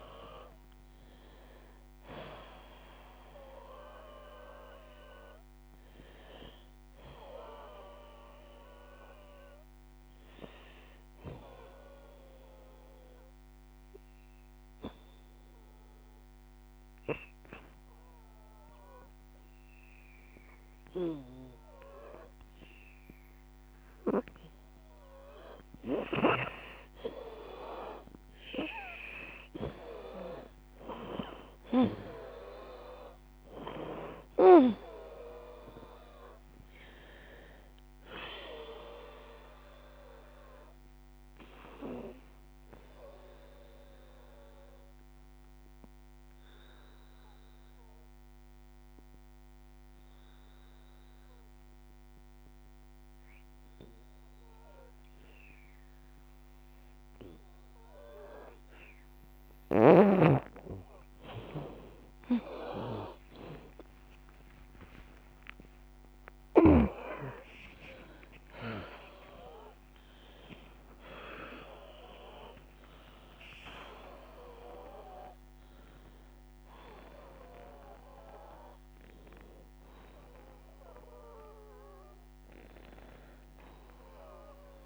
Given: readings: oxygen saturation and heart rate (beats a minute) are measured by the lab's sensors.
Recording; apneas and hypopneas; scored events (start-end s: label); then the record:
breathing in sleep by a microphone on the trachea; 2
0.00-7.50 s: drop in pulse transit time (device-marked, heart rate 83 extreme)
0.00-11.50 s: oxygen desaturation (device-marked, oxygen 88% lowest, heart rate 73 extreme)
8.00-23.50 s: obstructive apnea (oxygen 97% before, 85% lowest, heart rate 87 before, 73 extreme, up 7 after)
9.50-11.50 s: long interval between heartbeats (device-marked, heart rate 88 before, 91 extreme)
16.00-18.00 s: long interval between heartbeats (device-marked, heart rate 88 before, 84 extreme)
18.50-20.50 s: long interval between heartbeats (device-marked, heart rate 86 before, 89 extreme)
23.50-45.50 s: oxygen desaturation (device-marked, oxygen 96% before, 88% lowest, heart rate 87 before, 62 extreme)
29.00-33.50 s: arousal
33.50-49.50 s: drop in pulse transit time (device-marked, heart rate 83 before, 74 extreme)
36.00-38.00 s: long interval between heartbeats (device-marked, heart rate 83 before, 94 extreme)
43.50-57.50 s: obstructive apnea (oxygen 96% before, 85% lowest)
59.50-81.50 s: oxygen desaturation (device-marked, oxygen 95% before, 85% lowest)
61.50-77.50 s: tachycardia (device-marked, heart rate 76 before, 130 extreme)
64.00-66.00 s: long interval between heartbeats (device-marked, heart rate 71 before, 88 extreme)
66.50-76.50 s: drop in pulse transit time (device-marked, heart rate 74 before, 113 extreme)
68.50-70.50 s: long interval between heartbeats (device-marked, heart rate 78 before, 120 extreme)
71.00-73.00 s: long interval between heartbeats (device-marked, heart rate 83 before, 116 extreme)
74.50-84.86 s: new sleep stage, awake
77.50-84.86 s: bradycardia (device-marked)
82.00-84.00 s: long interval between heartbeats (device-marked)
From the record:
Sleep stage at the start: N2 (light sleep); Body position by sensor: on the back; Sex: female